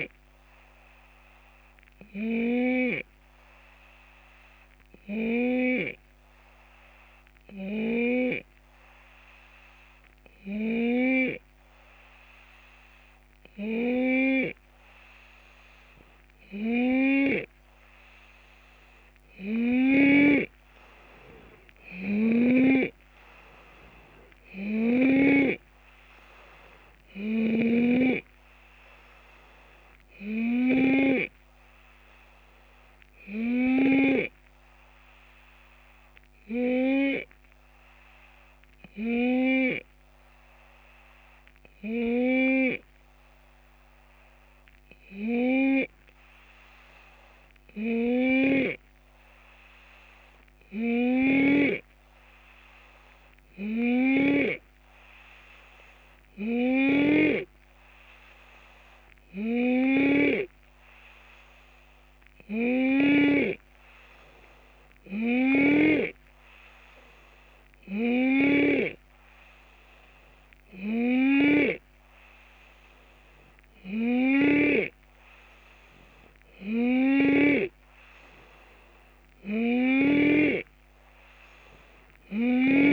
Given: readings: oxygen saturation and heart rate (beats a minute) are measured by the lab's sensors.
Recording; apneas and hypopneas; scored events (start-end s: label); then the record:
breathing in sleep by a microphone on the trachea; 1
1.50-15.50 s: hypopnea (oxygen 94% before, 90% lowest)
17.50-21.00 s: arousal
27.00-34.00 s: snoring (device-marked)
48.00-54.50 s: snoring (device-marked)
56.50-66.00 s: snoring (device-marked)
68.00-77.50 s: snoring (device-marked)
79.50-82.93 s: snoring (device-marked)
From the record:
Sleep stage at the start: N2 (light sleep); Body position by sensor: on the left side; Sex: male